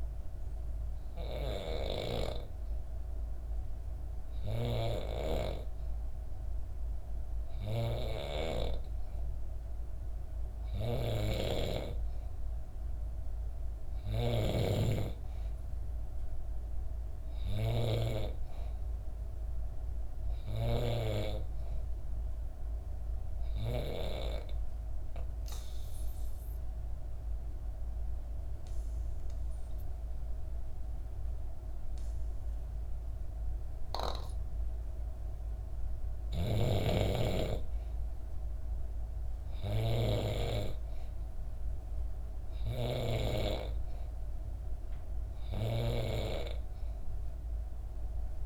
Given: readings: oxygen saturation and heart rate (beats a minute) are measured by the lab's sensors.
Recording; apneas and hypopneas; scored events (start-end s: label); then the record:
breathing in sleep by a room microphone; 1
1.00-5.00 s: snoring (device-marked)
13.50-20.50 s: snoring (device-marked)
24.50-36.00 s: obstructive apnea (oxygen 94% before, 90% lowest, heart rate 64 before, 63 extreme, up 0 after)
36.00-48.45 s: snoring (device-marked)
37.50-40.50 s: arousal
45.00-48.45 s: oxygen desaturation (device-marked, oxygen 94% before, 90% lowest, heart rate 65 before, 63 extreme)
From the record:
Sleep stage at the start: N2 (light sleep); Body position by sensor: on the back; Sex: female